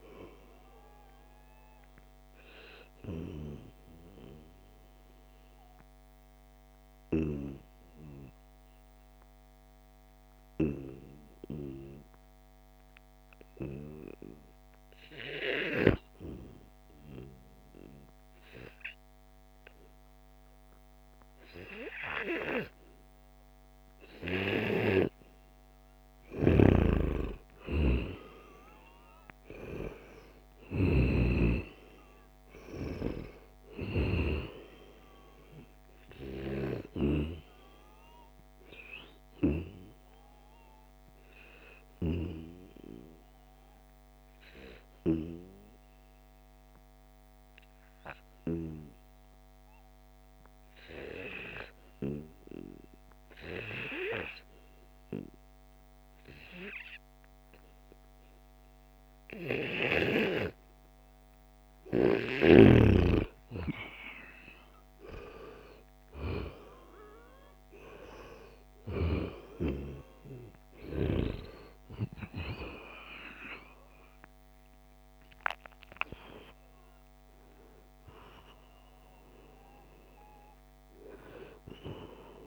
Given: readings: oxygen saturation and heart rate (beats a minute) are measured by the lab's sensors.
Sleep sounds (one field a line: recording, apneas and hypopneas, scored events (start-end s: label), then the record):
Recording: breathing in sleep by a microphone on the trachea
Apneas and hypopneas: 2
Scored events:
0.00-11.50 s: oxygen desaturation (device-marked, oxygen 90% lowest, heart rate 72 extreme)
2.00-25.50 s: obstructive apnea (oxygen 97% before, 90% lowest, heart rate 75 before, 72 extreme, up 3 after)
2.50-4.50 s: long interval between heartbeats (device-marked, heart rate 76 before, 92 extreme)
26.50-31.00 s: snoring (device-marked)
27.00-30.50 s: arousal
30.50-48.50 s: oxygen desaturation (device-marked, oxygen 96% before, 91% lowest, heart rate 73 before, 72 extreme)
37.50-61.00 s: obstructive apnea (oxygen 97% before, 90% lowest, heart rate 74 before, 72 extreme, up 3 after)
62.00-66.00 s: arousal
63.50-82.47 s: oxygen desaturation (device-marked, oxygen 96% before, 90% lowest, heart rate 74 before, 72 extreme)
From the record:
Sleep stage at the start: N2 (light sleep)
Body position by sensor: on the right side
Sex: male